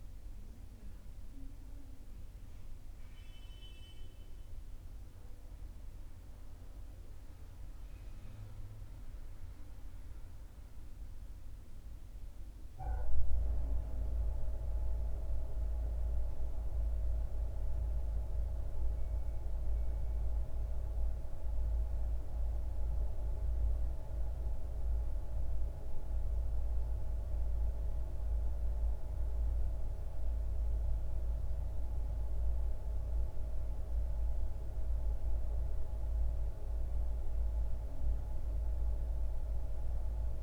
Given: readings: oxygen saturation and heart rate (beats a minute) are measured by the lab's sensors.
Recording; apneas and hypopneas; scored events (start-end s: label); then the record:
a person awake in a sleep study, by a room microphone; none
none scored
From the record:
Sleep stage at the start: awake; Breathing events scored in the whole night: 227 in 7.2 hours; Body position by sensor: on the back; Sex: male